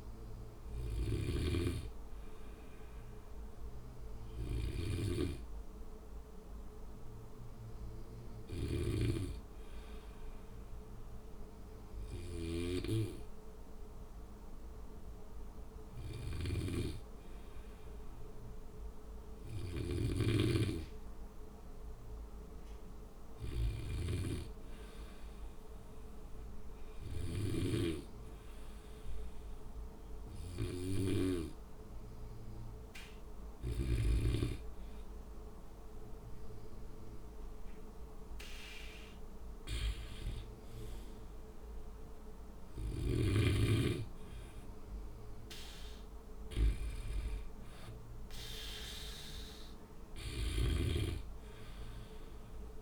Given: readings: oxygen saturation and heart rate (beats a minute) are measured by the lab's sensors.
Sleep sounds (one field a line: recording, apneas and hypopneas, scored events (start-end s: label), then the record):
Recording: breathing in sleep by a room microphone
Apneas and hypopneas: 1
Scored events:
0.00-9.00 s: snoring (device-marked)
3.00-35.00 s: hypopnea (oxygen 98% before, 92% lowest, heart rate 63 before, 55 extreme, up 4 after)
19.50-27.50 s: snoring (device-marked)
37.00-40.00 s: arousal
From the record:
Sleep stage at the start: N2 (light sleep)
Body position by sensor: on the back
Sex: male